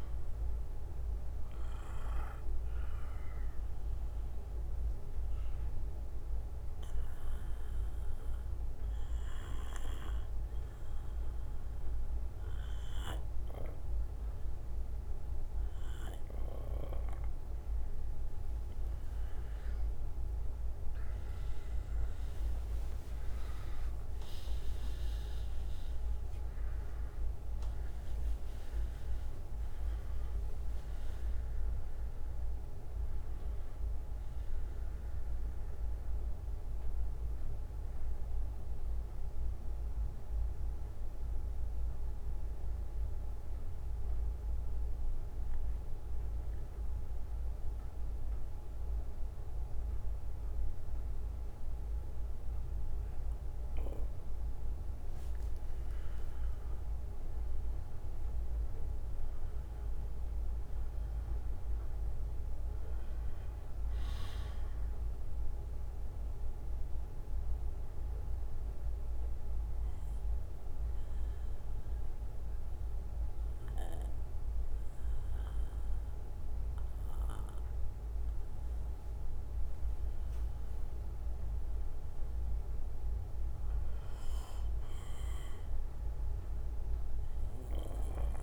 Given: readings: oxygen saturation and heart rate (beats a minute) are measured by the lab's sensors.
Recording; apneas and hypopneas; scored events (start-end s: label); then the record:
breathing in sleep, hard to hear, by a room microphone; 3
0.00-11.50 s: bradycardia (device-marked, heart rate 52 extreme)
5.00-18.50 s: obstructive apnea (oxygen 97% before, 93% lowest, heart rate 58 before, 49 extreme, up 17 after)
21.50-28.50 s: arousal
37.50-55.50 s: bradycardia (device-marked, heart rate 60 before, 48 extreme)
40.50-55.00 s: central apnea (oxygen 96% before, 92% lowest, heart rate 69 before, 50 extreme, up 20 after)
57.50-62.00 s: arousal
63.50-70.50 s: bradycardia (device-marked, heart rate 60 before, 54 extreme)
67.50-79.50 s: obstructive apnea (oxygen 97% before, 92% lowest, heart rate 59 before, 49 extreme, up 11 after)
71.50-79.50 s: bradycardia (device-marked, heart rate 60 before, 56 extreme)
71.50-83.50 s: oxygen desaturation (device-marked, oxygen 96% before, 92% lowest, heart rate 60 before, 49 extreme)
81.50-88.43 s: bradycardia (device-marked, heart rate 60 before, 49 extreme)
From the record:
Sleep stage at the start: N2 (light sleep); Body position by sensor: on the back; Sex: male